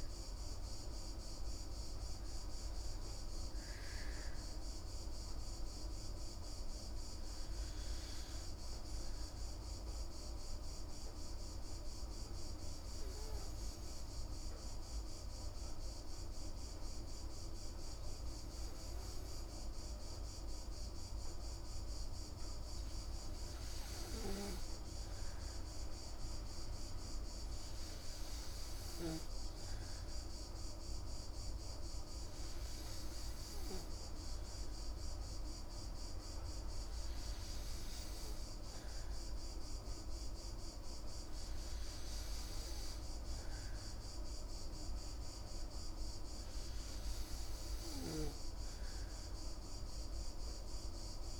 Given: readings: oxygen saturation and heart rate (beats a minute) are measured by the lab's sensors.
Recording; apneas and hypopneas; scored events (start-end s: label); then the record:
breathing in sleep, hard to hear, by a room microphone; 1
4.50-14.50 s: oxygen desaturation (device-marked, oxygen 97% before, 93% lowest, heart rate 61 before, 43 extreme)
6.00-22.50 s: hypopnea (oxygen 98% before, 93% lowest, heart rate 60 before, 41 extreme, up 23 after)
25.00-28.00 s: arousal
29.50-44.50 s: oxygen desaturation (device-marked, oxygen 98% before, 93% lowest, heart rate 56 before, 41 extreme)
From the record:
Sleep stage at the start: N3 (deep sleep); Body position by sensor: on the back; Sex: female